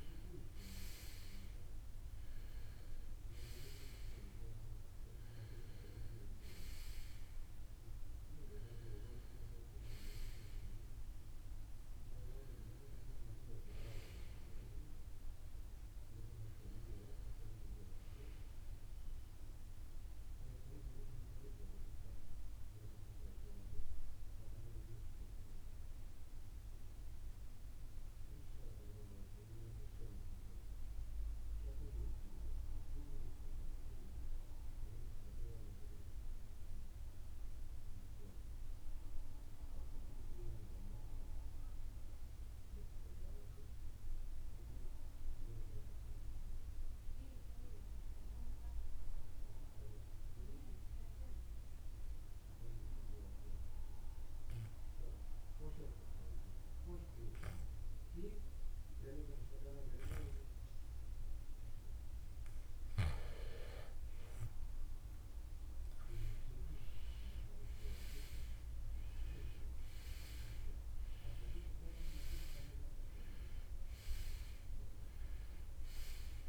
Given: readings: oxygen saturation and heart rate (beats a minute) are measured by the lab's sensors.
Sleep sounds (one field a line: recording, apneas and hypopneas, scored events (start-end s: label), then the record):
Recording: breathing in sleep by a room microphone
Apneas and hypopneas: 1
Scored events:
0.00-33.50 s: oxygen desaturation (device-marked, oxygen 82% lowest, heart rate 59 extreme)
20.00-60.50 s: mixed apnea (oxygen 96% before, 81% lowest, heart rate 81 before, 57 extreme, up 11 after)
63.00-67.50 s: arousal
67.50-76.49 s: oxygen desaturation (device-marked, oxygen 96% before, 81% lowest, heart rate 60 before, 48 extreme)
From the record:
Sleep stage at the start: REM sleep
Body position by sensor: on the right side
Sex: male